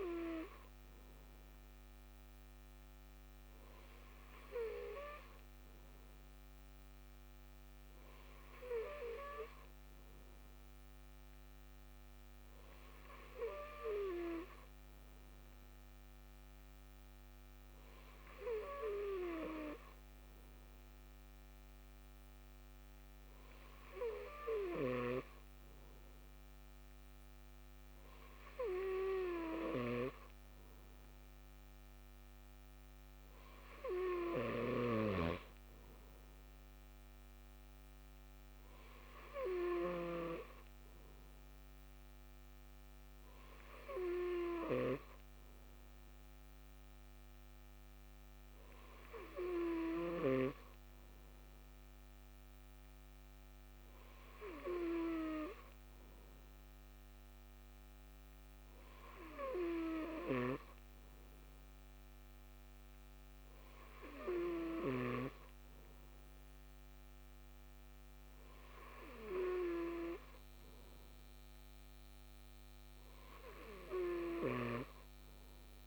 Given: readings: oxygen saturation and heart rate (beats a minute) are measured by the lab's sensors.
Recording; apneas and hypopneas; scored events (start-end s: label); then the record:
breathing in sleep by a microphone on the trachea; none
none scored
From the record:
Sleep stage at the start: N2 (light sleep); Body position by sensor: on the left side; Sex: male